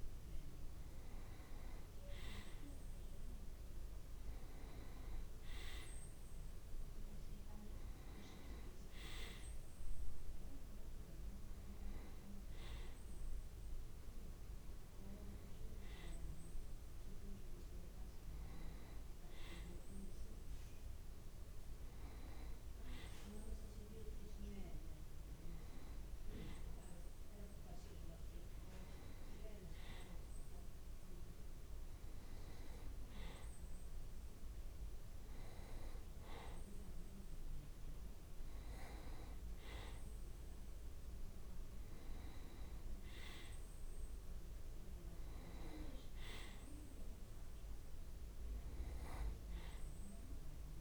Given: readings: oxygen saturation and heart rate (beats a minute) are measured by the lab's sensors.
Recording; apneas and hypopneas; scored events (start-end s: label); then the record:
breathing in sleep by a room microphone; none
3.00-20.00 s: oxygen desaturation (device-marked, oxygen 90% before, 87% lowest, heart rate 69 before, 69 extreme)
From the record:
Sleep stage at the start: N2 (light sleep); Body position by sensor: on the back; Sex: male